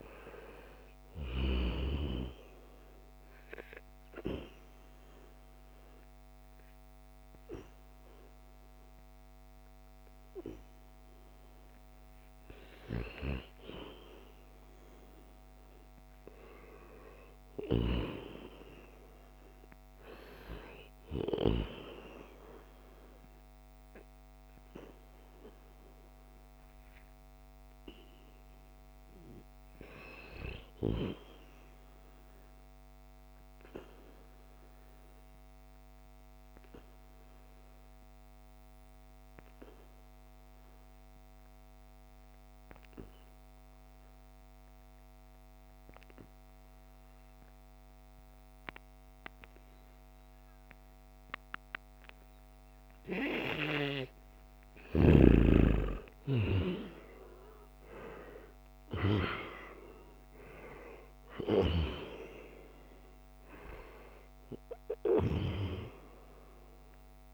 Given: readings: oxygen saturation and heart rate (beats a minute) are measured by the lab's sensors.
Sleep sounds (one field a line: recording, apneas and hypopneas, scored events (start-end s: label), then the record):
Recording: breathing in sleep by a microphone on the trachea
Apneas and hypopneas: 2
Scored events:
0.00-15.00 s: oxygen desaturation (device-marked, oxygen 90% lowest, heart rate 73 extreme)
2.00-12.00 s: obstructive apnea (oxygen 97% before, 87% lowest, heart rate 76 before, 76 extreme, up 0 after)
17.00-22.00 s: arousal
33.50-54.50 s: obstructive apnea (oxygen 96% before, 87% lowest, heart rate 79 before, 68 extreme, up 11 after)
47.00-67.34 s: oxygen desaturation (device-marked, oxygen 96% before, 87% lowest, heart rate 75 before, 70 extreme)
55.00-59.00 s: arousal
From the record:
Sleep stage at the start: N2 (light sleep)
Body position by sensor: on the back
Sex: male